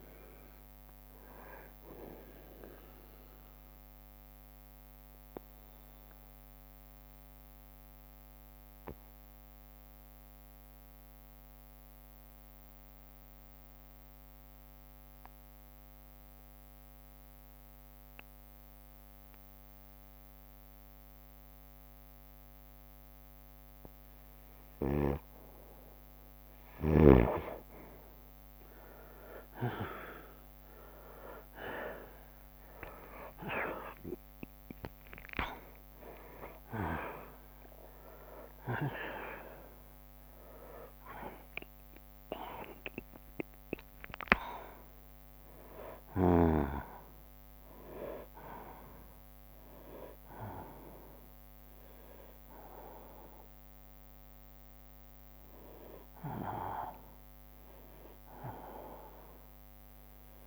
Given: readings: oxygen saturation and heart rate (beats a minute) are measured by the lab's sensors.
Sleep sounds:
breathing in sleep by a microphone on the trachea; 1
0.00-2.00 s: drop in pulse transit time (device-marked, heart rate 67 extreme)
0.00-16.00 s: oxygen desaturation (device-marked, oxygen 97% before, 91% lowest, heart rate 64 before, 60 extreme)
2.50-24.50 s: obstructive apnea (oxygen 97% before, 91% lowest, heart rate 66 before, 60 extreme, up 11 after)
16.00-23.00 s: drop in pulse transit time (device-marked, heart rate 65 before, 60 extreme)
25.50-30.50 s: arousal
30.00-60.00 s: oxygen desaturation (device-marked, oxygen 98% before, 91% lowest, heart rate 61 before, 60 extreme)
32.00-34.00 s: long interval between heartbeats (device-marked, heart rate 62 before, 70 extreme)
33.00-49.00 s: drop in pulse transit time (device-marked, heart rate 62 before, 70 extreme)
34.50-36.50 s: long interval between heartbeats (device-marked, heart rate 63 before, 72 extreme)
57.00-60.47 s: arousal
From the record:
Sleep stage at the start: N2 (light sleep); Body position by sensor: on the right side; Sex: male

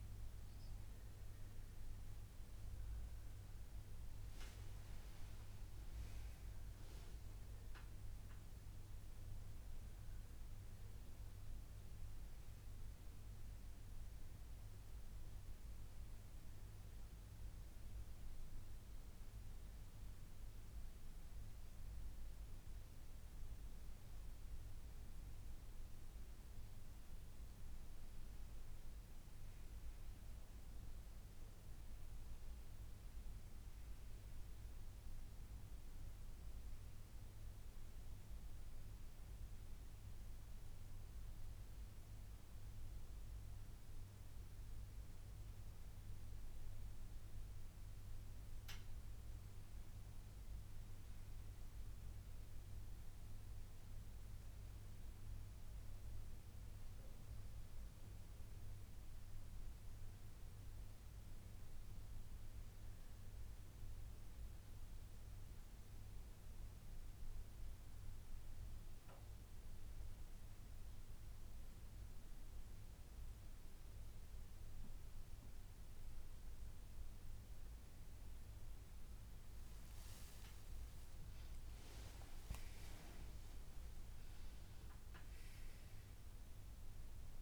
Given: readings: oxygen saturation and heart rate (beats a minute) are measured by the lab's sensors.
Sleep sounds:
breathing in sleep, hard to hear, by a room microphone; 1
64.50-77.00 s: hypopnea (oxygen 96% before, 94% lowest, heart rate 140 before, 140 extreme, up 1 after)
From the record:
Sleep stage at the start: N1 (lightest sleep); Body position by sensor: on the back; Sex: male

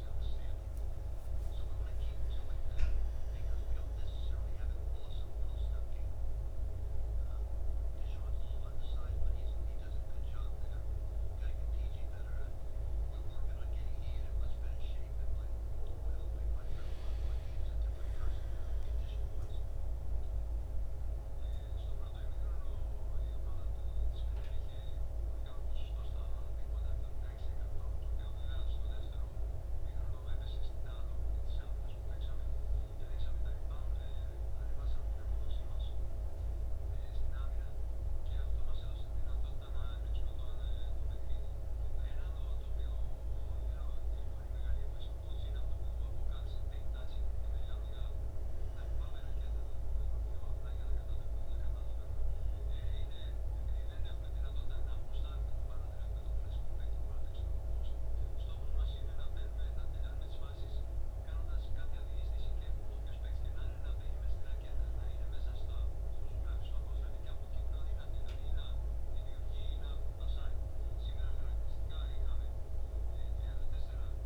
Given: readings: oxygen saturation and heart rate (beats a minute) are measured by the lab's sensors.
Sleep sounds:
breathing in sleep, hard to hear, by a room microphone; 2
20.50-32.50 s: hypopnea (oxygen 98% before, 96% lowest, heart rate 73 before, 66 extreme, up 1 after)
34.50-37.50 s: arousal
50.00-62.50 s: hypopnea (oxygen 99% before, 95% lowest, heart rate 67 before, 66 extreme, up 1 after)
65.50-69.00 s: arousal
From the record:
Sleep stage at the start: N2 (light sleep); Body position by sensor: on the back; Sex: male

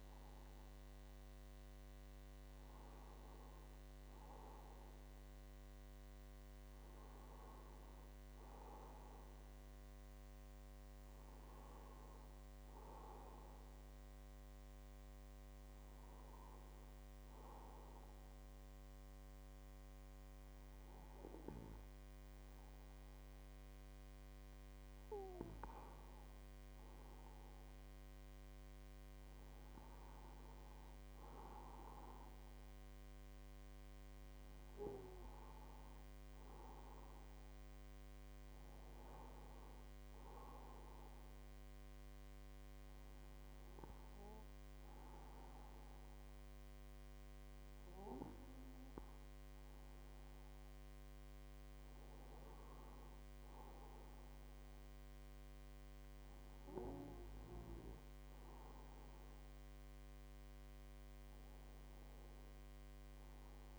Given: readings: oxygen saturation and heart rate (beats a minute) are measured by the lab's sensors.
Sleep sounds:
breathing in sleep by a microphone on the trachea; none
none scored
From the record:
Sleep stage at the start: N2 (light sleep); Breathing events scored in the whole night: 258 in 4.9 hours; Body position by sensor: on the right side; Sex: male

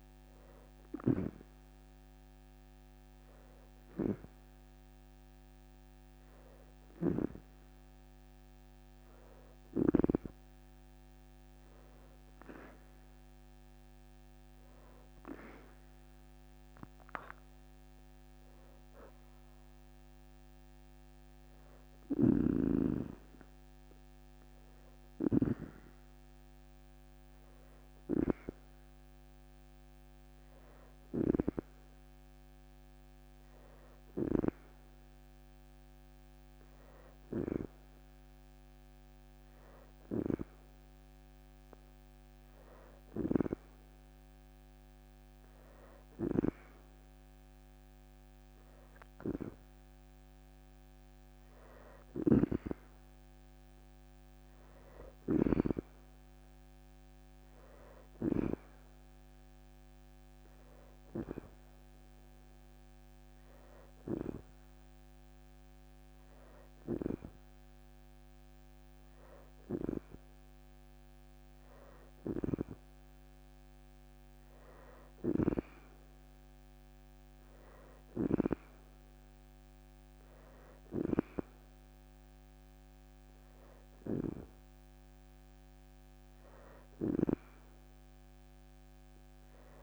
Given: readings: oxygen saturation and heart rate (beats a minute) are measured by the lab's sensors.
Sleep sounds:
breathing in sleep by a microphone on the trachea; none
1.50-13.50 s: oxygen desaturation (device-marked, oxygen 90% before, 87% lowest, heart rate 54 before, 36 extreme)
21.50-25.00 s: snoring (device-marked)
51.50-55.00 s: snoring (device-marked)
52.00-55.00 s: leg movement (device-marked)
63.00-64.50 s: leg movement (device-marked)
74.50-78.00 s: snoring (device-marked)
83.00-86.00 s: leg movement (device-marked)
From the record:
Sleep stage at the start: N2 (light sleep); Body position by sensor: on the back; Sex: female

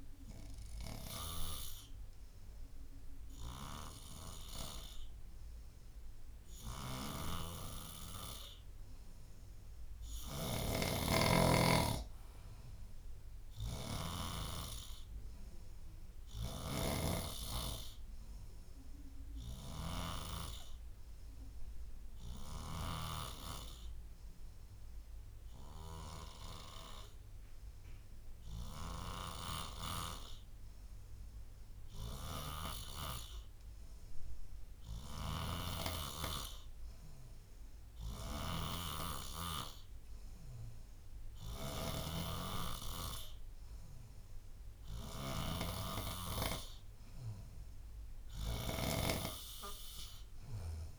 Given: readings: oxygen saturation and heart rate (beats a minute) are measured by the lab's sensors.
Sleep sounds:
breathing in sleep by a room microphone; 2
0.00-19.50 s: oxygen desaturation (device-marked, oxygen 89% lowest, heart rate 72 extreme)
0.50-10.50 s: obstructive apnea (oxygen 96% before, 83% lowest, heart rate 78 before, 75 extreme, up 13 after)
12.50-15.00 s: arousal
16.50-23.00 s: snoring (device-marked)
18.00-46.50 s: obstructive apnea (oxygen 95% before, 82% lowest, heart rate 84 before, 71 extreme, up 8 after)
27.50-37.50 s: oxygen desaturation (device-marked, oxygen 93% before, 89% lowest, heart rate 84 before, 71 extreme)
43.50-50.99 s: oxygen desaturation (device-marked, oxygen 90% before, 82% lowest, heart rate 80 before, 71 extreme)
45.00-50.99 s: snoring (device-marked)
48.50-50.99 s: arousal
From the record:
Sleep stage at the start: REM sleep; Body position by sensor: on the back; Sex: male

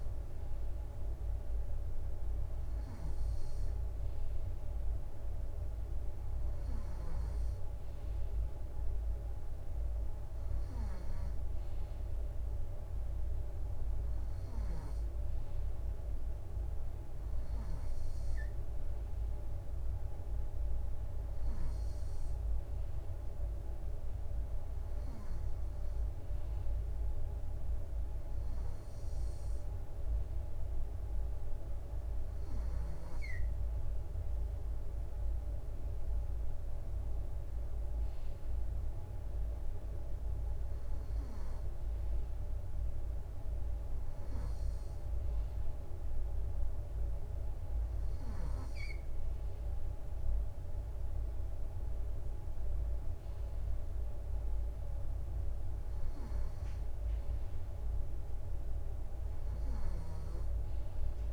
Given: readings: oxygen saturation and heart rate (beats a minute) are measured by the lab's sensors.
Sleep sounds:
breathing in sleep, hard to hear, by a room microphone; none
none scored
From the record:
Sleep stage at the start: N2 (light sleep); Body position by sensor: on the right side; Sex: male

